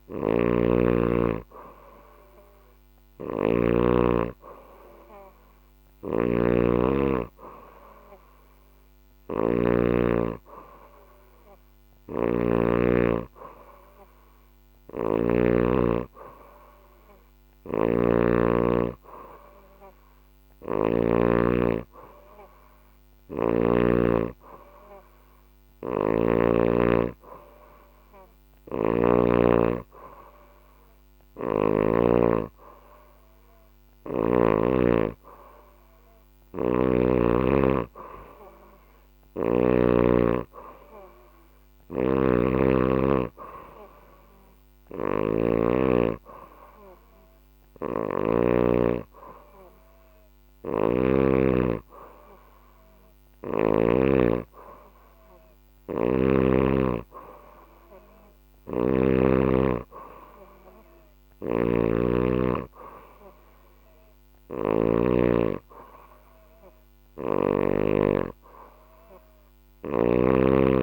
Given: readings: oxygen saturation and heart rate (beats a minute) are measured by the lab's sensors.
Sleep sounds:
breathing in sleep by a microphone on the trachea; none
0.00-3.00 s: snoring (device-marked)
5.00-9.00 s: snoring (device-marked)
11.00-20.50 s: snoring (device-marked)
25.00-28.50 s: snoring (device-marked)
35.50-39.00 s: snoring (device-marked)
41.00-50.50 s: snoring (device-marked)
57.50-67.00 s: snoring (device-marked)
From the record:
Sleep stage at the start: N2 (light sleep); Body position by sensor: on the back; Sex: female

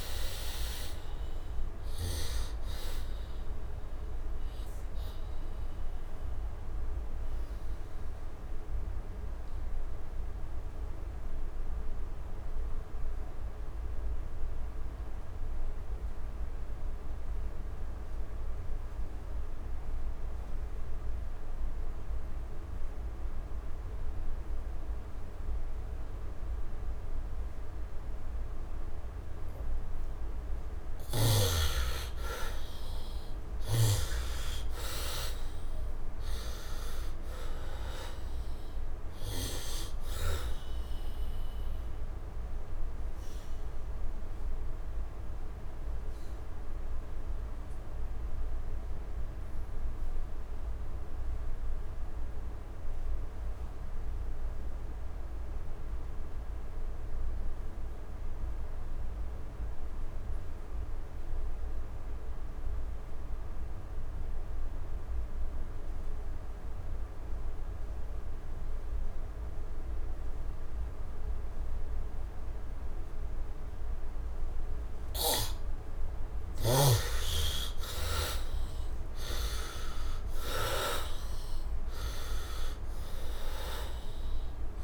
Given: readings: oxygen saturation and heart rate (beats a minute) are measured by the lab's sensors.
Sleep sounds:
breathing in sleep by a room microphone; 2
0.00-27.50 s: oxygen desaturation (device-marked, oxygen 82% lowest, heart rate 62 extreme)
3.00-28.50 s: obstructive apnea (oxygen 98% before, 74% lowest, heart rate 74 before, 62 extreme, up 18 after)
29.50-57.50 s: oxygen desaturation (device-marked, oxygen 99% before, 78% lowest, heart rate 71 before, 62 extreme)
30.50-35.50 s: arousal
39.00-74.00 s: obstructive apnea (oxygen 99% before, 72% lowest, heart rate 79 before, 62 extreme, up 7 after)
63.50-84.84 s: oxygen desaturation (device-marked, oxygen 99% before, 72% lowest, heart rate 68 before, 68 extreme)
75.50-81.50 s: arousal
From the record:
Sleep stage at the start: N2 (light sleep); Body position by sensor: on the back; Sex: male

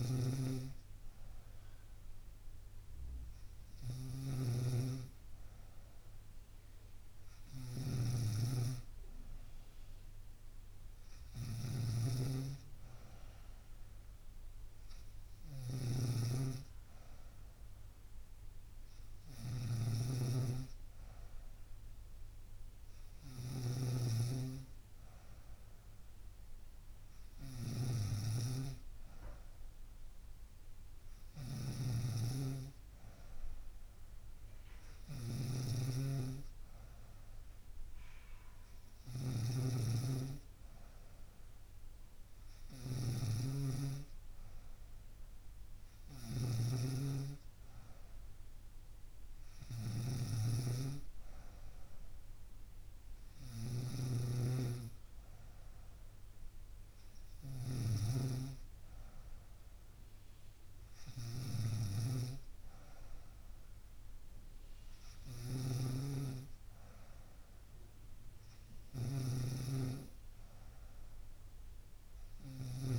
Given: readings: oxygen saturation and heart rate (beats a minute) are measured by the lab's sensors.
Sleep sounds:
breathing in sleep by a room microphone; none
0.00-72.99 s: snoring (device-marked)
From the record:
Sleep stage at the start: N3 (deep sleep); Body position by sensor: on the right side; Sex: female

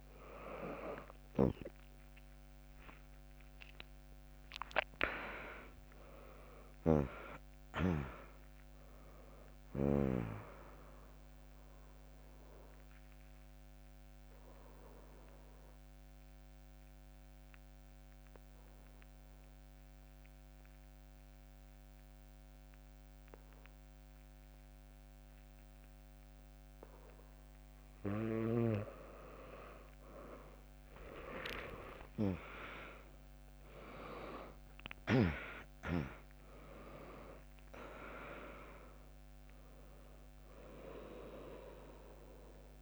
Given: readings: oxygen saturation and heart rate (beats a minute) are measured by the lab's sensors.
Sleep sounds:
breathing in sleep by a microphone on the trachea; 1
0.00-2.00 s: arousal
1.50-13.50 s: drop in pulse transit time (device-marked, heart rate 69 before, 63 extreme)
6.50-23.50 s: oxygen desaturation (device-marked, oxygen 100% before, 96% lowest, heart rate 67 before, 58 extreme)
11.00-27.50 s: obstructive apnea (oxygen 100% before, 96% lowest, heart rate 69 before, 58 extreme)
27.50-30.50 s: bradycardia (device-marked, heart rate 73 before, 62 extreme)
31.00-35.50 s: arousal
34.50-42.82 s: drop in pulse transit time (device-marked, heart rate 72 before, 62 extreme)
37.50-42.82 s: oxygen desaturation (device-marked, oxygen 100% before, 96% lowest, heart rate 70 before, 63 extreme)
From the record:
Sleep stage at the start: N2 (light sleep); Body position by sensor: on the back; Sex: female

